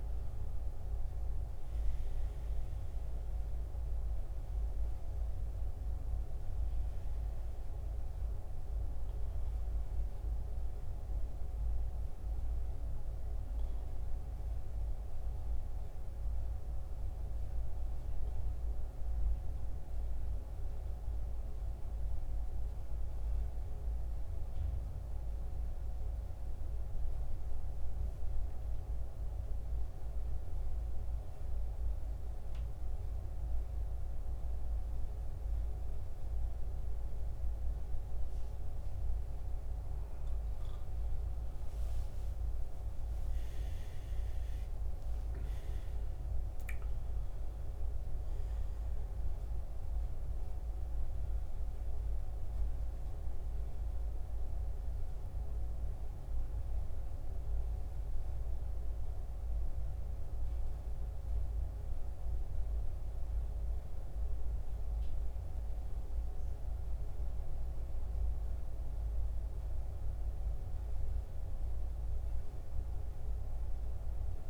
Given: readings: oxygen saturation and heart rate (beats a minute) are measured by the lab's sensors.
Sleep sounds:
breathing in sleep, hard to hear, by a room microphone; 1
0.00-23.00 s: oxygen desaturation (device-marked, oxygen 86% lowest, heart rate 65 extreme)
20.50-37.50 s: central apnea (oxygen 93% before, 86% lowest, heart rate 75 before, 65 extreme, up 10 after)
41.00-45.00 s: arousal
43.00-74.00 s: oxygen desaturation (device-marked, oxygen 95% before, 86% lowest, heart rate 66 before, 64 extreme)
45.00-74.50 s: new sleep stage, N1 (lightest sleep)
From the record:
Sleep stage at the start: N2 (light sleep); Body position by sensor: on the back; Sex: male

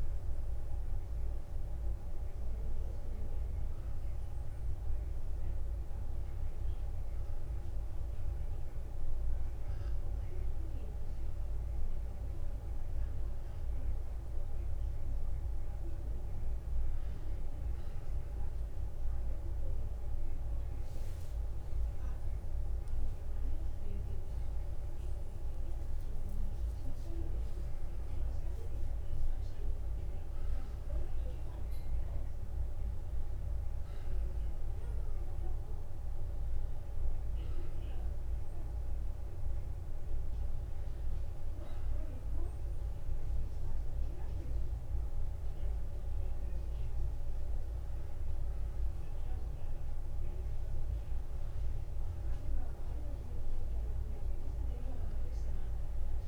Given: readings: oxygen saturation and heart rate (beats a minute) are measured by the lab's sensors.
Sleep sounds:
breathing in sleep, hard to hear, by a room microphone; none
5.50-7.50 s: long interval between heartbeats (device-marked, heart rate 56 before, 59 extreme)
21.50-26.00 s: arousal
40.00-42.00 s: long interval between heartbeats (device-marked, heart rate 54 before, 54 extreme)
From the record:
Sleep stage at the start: N2 (light sleep); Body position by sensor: on the back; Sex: male

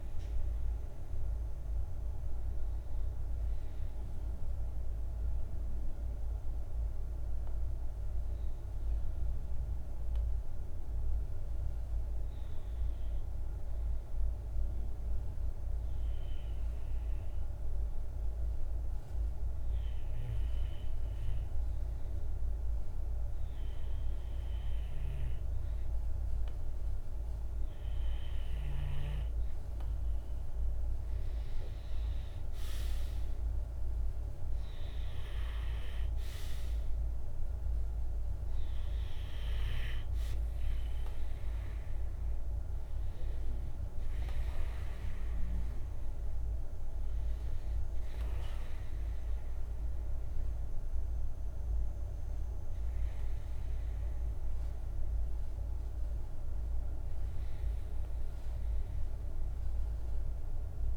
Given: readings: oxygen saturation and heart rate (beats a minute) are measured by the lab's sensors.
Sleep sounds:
breathing in sleep, hard to hear, by a room microphone; 1
0.00-14.50 s: oxygen desaturation (device-marked, oxygen 94% lowest, heart rate 50 extreme)
0.50-29.00 s: obstructive apnea (oxygen 98% before, 91% lowest, heart rate 51 before, 50 extreme, up 3 after)
31.00-35.00 s: arousal
31.50-48.50 s: oxygen desaturation (device-marked, oxygen 98% before, 91% lowest, heart rate 51 before, 50 extreme)
From the record:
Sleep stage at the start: REM sleep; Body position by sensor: on the back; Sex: male

